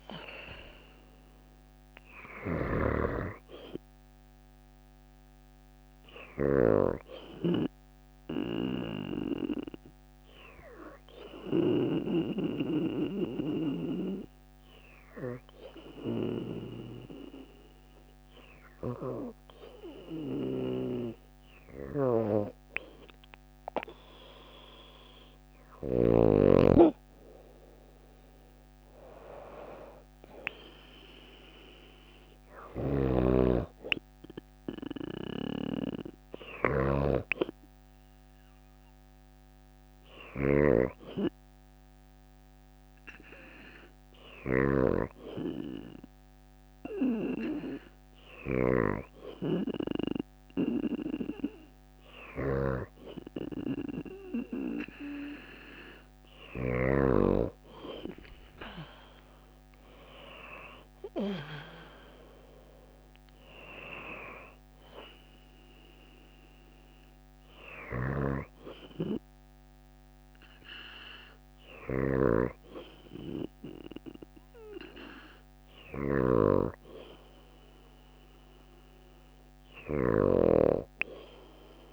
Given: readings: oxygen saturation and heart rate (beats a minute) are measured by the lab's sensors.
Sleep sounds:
breathing in sleep by a microphone on the trachea; 2
1.50-11.00 s: snoring (device-marked)
7.00-19.00 s: hypopnea (oxygen 98% before, 94% lowest, heart rate 54 before, 51 extreme, up 4 after)
25.00-28.00 s: arousal
31.50-44.00 s: snoring (device-marked)
40.50-53.50 s: hypopnea (oxygen 97% before, 94% lowest, heart rate 54 before, 52 extreme, up 4 after)
51.00-56.00 s: snoring (device-marked)
58.00-62.50 s: arousal
66.50-81.93 s: snoring (device-marked)
From the record:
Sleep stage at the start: N2 (light sleep); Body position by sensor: on the back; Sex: female

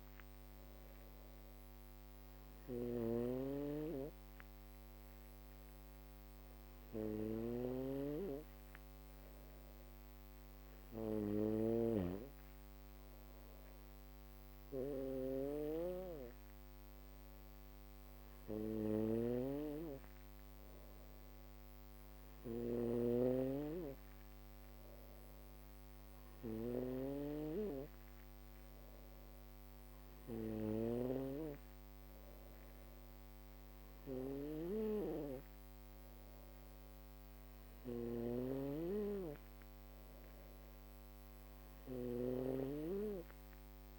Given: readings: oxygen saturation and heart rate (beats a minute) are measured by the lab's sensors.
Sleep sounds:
breathing in sleep by a microphone on the trachea; none
0.00-43.98 s: snoring (device-marked)
32.00-43.00 s: drop in pulse transit time (device-marked, heart rate 61 before, 57 extreme)
From the record:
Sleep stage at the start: N2 (light sleep); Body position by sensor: on the back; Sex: female

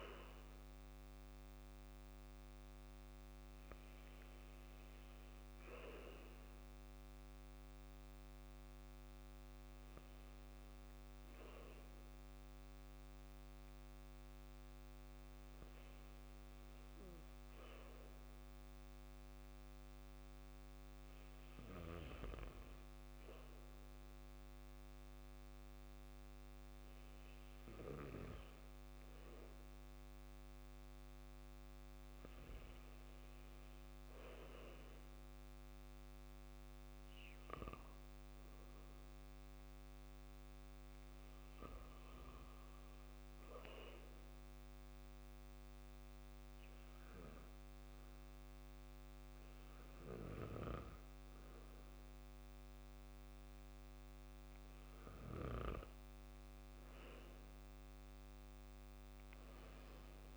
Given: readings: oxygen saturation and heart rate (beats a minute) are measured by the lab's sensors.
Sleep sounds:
breathing in sleep by a microphone on the trachea; 1
43.00-56.00 s: obstructive apnea (oxygen 96% before, 93% lowest, heart rate 62 before, 58 extreme, up 6 after)
59.00-60.37 s: arousal
From the record:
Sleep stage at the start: N2 (light sleep); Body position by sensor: on the back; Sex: male

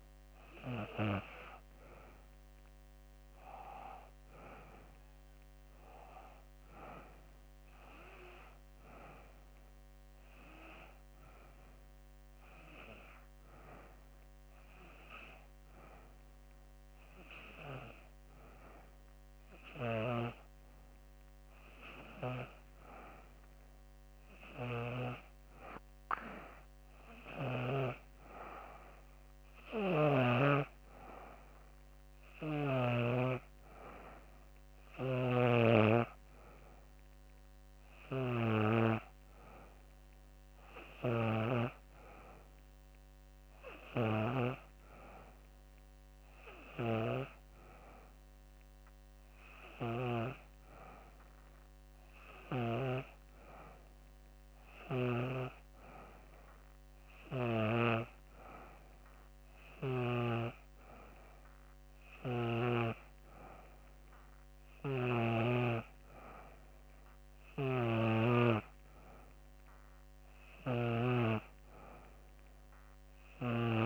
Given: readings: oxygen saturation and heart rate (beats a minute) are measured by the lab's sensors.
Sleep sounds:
breathing in sleep by a microphone on the trachea; none
none scored
From the record:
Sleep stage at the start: N2 (light sleep); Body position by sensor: on the back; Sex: female

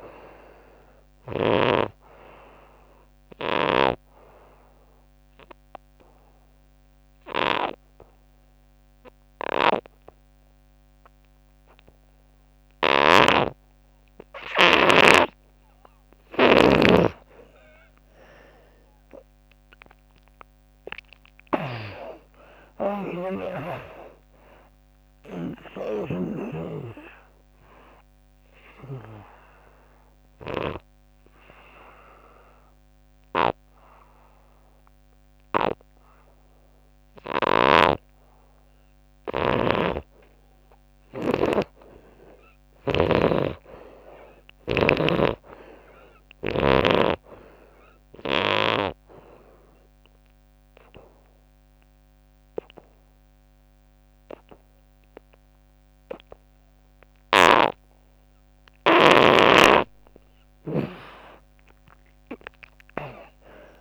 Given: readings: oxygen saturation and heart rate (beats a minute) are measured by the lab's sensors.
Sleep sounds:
breathing in sleep by a microphone on the trachea; 3
0.00-9.50 s: oxygen desaturation (device-marked, oxygen 87% lowest, heart rate 77 extreme)
3.50-16.00 s: obstructive apnea (oxygen 99% before, 76% lowest, heart rate 92 before, 74 extreme, up 59 after)
12.50-29.00 s: snoring (device-marked)
15.50-42.50 s: oxygen desaturation (device-marked, oxygen 94% before, 77% lowest, heart rate 81 before, 73 extreme)
17.50-21.50 s: arousal
29.50-39.50 s: obstructive apnea (oxygen 94% before, 76% lowest, heart rate 104 before, 73 extreme, up 3 after)
37.00-45.00 s: snoring (device-marked)
42.00-45.00 s: arousal
48.50-59.50 s: obstructive apnea (oxygen 96% before, 76% lowest, heart rate 91 before, 74 extreme, up 22 after)
51.50-56.50 s: oxygen desaturation (device-marked, oxygen 96% before, 87% lowest, heart rate 84 before, 78 extreme)
58.50-63.81 s: oxygen desaturation (device-marked, oxygen 96% before, 76% lowest, heart rate 79 before, 71 extreme)
62.00-63.81 s: arousal
From the record:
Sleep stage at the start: N2 (light sleep); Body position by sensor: on the back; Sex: female

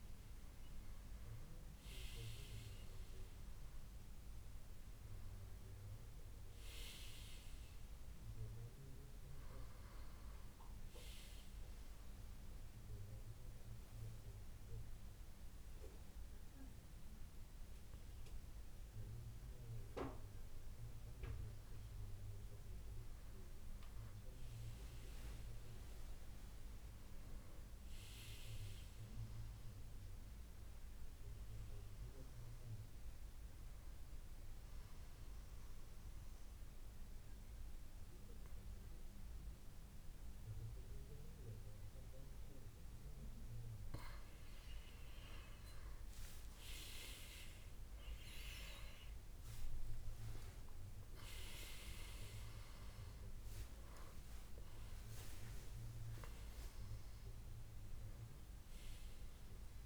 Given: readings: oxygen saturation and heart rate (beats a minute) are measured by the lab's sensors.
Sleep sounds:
breathing in sleep by a room microphone; 1
4.50-59.86 s: new sleep stage, N2 (light sleep)
26.00-29.50 s: arousal
35.00-45.00 s: obstructive apnea (oxygen 97% before, 93% lowest, heart rate 78 before, 72 extreme, up 11 after)
46.50-50.00 s: arousal
48.50-59.86 s: oxygen desaturation (device-marked, oxygen 96% before, 93% lowest, heart rate 76 before, 76 extreme)
From the record:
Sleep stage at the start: N1 (lightest sleep); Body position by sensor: on the back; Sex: male

